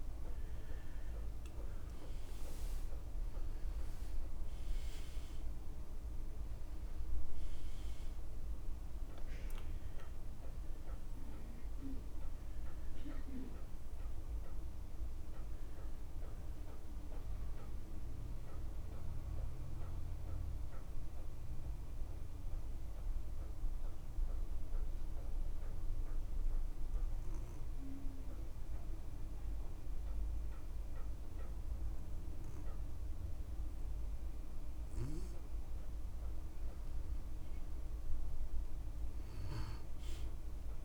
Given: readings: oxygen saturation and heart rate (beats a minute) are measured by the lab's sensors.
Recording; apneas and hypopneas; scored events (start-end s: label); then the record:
breathing in sleep, hard to hear, by a room microphone; 1
1.50-5.50 s: arousal
9.00-38.00 s: oxygen desaturation (device-marked, oxygen 96% before, 89% lowest)
9.50-11.50 s: long interval between heartbeats (device-marked)
19.00-36.50 s: mixed apnea (oxygen 96% before, 88% lowest)
27.50-29.50 s: long interval between heartbeats (device-marked)
34.50-36.50 s: long interval between heartbeats (device-marked)
38.50-40.85 s: arousal
From the record:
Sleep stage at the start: N2 (light sleep); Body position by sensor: on the back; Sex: male